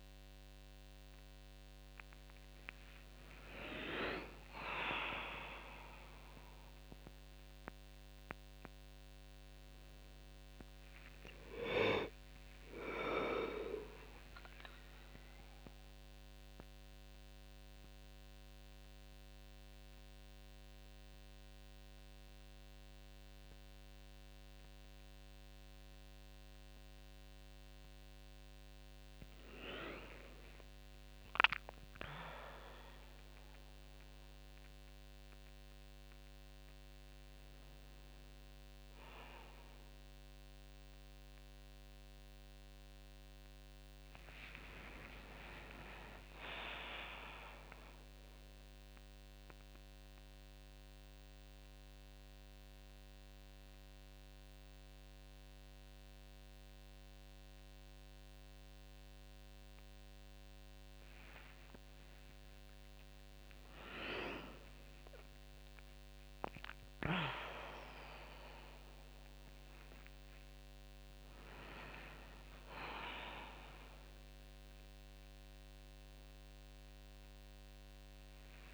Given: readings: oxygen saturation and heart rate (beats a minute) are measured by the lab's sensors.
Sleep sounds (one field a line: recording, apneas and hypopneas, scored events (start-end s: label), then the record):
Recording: a person awake in a sleep study, by a microphone on the trachea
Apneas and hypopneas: none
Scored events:
46.50-48.50 s: long interval between heartbeats (device-marked, heart rate 61 before, 70 extreme)
68.00-78.00 s: oxygen desaturation (device-marked, oxygen 99% before, 95% lowest, heart rate 66 before, 55 extreme)
From the record:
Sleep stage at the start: awake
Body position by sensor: on the back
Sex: female